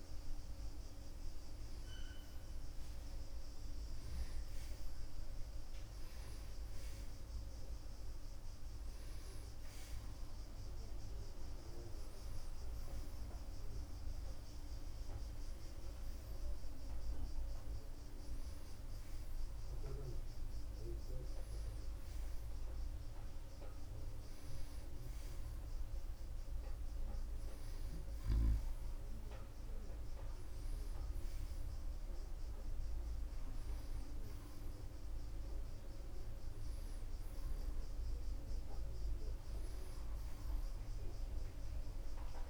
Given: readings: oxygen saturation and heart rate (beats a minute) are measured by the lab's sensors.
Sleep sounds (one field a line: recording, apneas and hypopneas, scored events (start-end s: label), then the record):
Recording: a person partly awake in a sleep study, hard to hear, by a room microphone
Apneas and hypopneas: none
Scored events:
14.00-42.50 s: new sleep stage, N1 (lightest sleep)
16.00-25.00 s: oxygen desaturation (device-marked, oxygen 91% before, 88% lowest)
From the record:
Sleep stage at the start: awake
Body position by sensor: on the right side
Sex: male